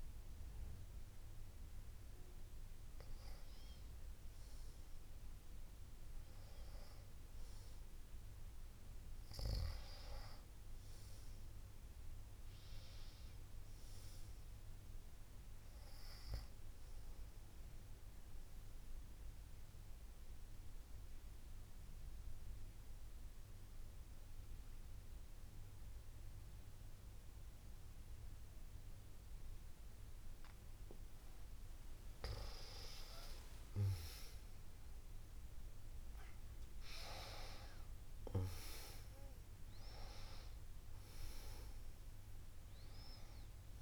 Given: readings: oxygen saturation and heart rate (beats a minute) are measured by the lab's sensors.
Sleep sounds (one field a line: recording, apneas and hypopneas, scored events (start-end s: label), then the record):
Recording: a person partly awake in a sleep study, by a room microphone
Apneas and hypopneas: 1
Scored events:
12.00-15.00 s: arousal
18.00-33.00 s: obstructive apnea (oxygen 99% before, 92% lowest, heart rate 64 before, 59 extreme, up 21 after)
31.50-43.82 s: new sleep stage, awake
36.50-43.82 s: oxygen desaturation (device-marked, oxygen 96% before, 92% lowest, heart rate 65 before, 61 extreme)
From the record:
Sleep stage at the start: N2 (light sleep)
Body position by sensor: on the back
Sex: female